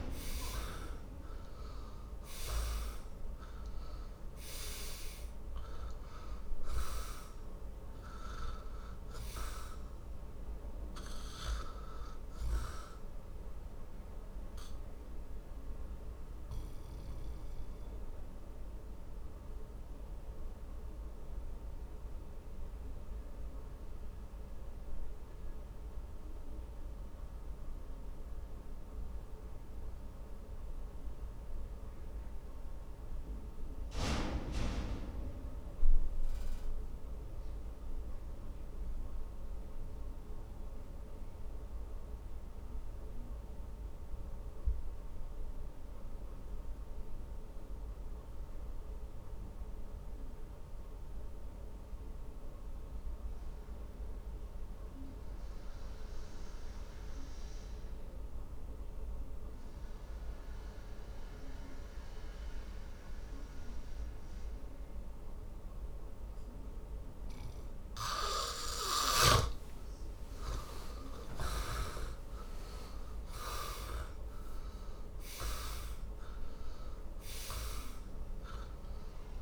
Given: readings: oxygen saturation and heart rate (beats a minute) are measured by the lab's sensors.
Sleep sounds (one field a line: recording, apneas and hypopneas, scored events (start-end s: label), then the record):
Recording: breathing in sleep by a room microphone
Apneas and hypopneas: 1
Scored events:
0.00-2.50 s: arousal
14.00-68.50 s: obstructive apnea (oxygen 99% before, 78% lowest, heart rate 64 before, 46 extreme, up 24 after)
29.50-47.50 s: oxygen desaturation (device-marked, oxygen 95% before, 80% lowest, heart rate 52 before, 47 extreme)
70.50-74.00 s: arousal
70.50-79.42 s: oxygen desaturation (device-marked, oxygen 98% before, 78% lowest, heart rate 50 before, 48 extreme)
From the record:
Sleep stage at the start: N2 (light sleep)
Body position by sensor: on the back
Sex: male